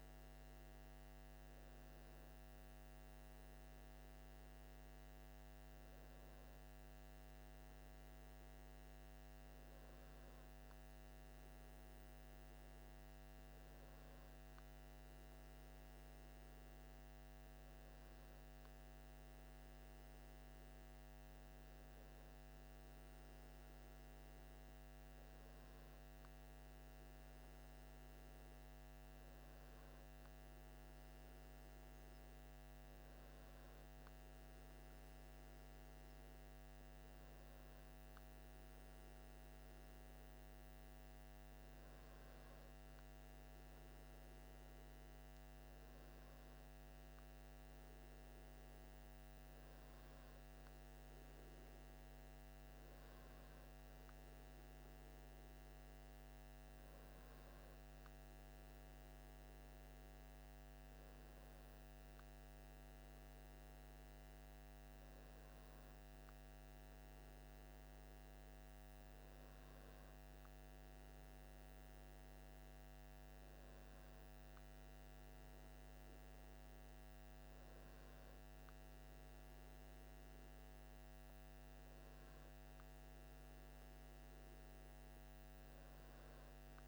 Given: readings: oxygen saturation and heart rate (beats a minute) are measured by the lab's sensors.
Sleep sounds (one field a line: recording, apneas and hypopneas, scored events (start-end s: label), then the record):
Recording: breathing in sleep, hard to hear, by a microphone on the trachea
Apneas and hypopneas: none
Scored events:
none scored
From the record:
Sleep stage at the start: N2 (light sleep)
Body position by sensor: on the left side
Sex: male